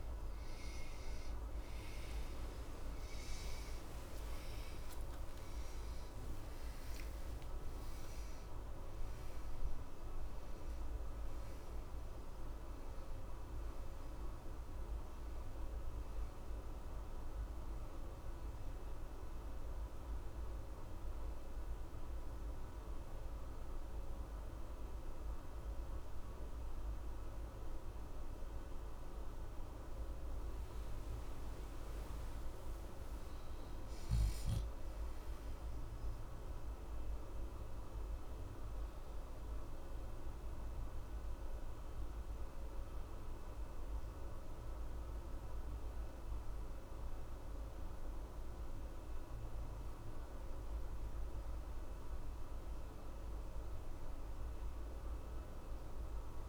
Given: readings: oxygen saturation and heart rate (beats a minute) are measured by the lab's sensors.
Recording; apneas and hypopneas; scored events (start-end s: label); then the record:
breathing in sleep, hard to hear, by a room microphone; 1
19.50-30.50 s: hypopnea (oxygen 93% before, 87% lowest, heart rate 68 before, 61 extreme, up 9 after)
21.00-38.00 s: oxygen desaturation (device-marked, oxygen 91% before, 87% lowest, heart rate 68 before, 61 extreme)
32.00-35.00 s: arousal
From the record:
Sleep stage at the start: N1 (lightest sleep); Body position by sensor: on the left side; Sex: male